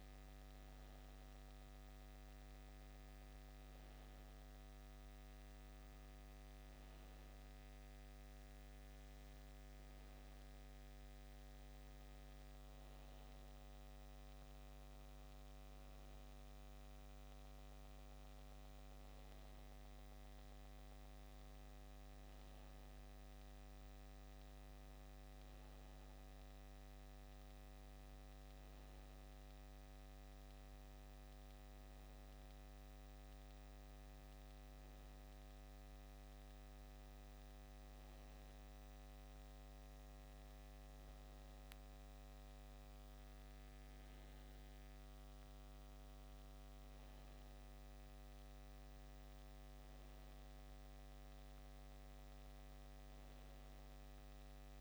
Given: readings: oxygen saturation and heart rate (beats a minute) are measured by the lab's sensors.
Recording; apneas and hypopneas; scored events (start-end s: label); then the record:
breathing in sleep, hard to hear, by a microphone on the trachea; none
none scored
From the record:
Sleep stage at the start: N2 (light sleep); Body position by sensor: on the back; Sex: male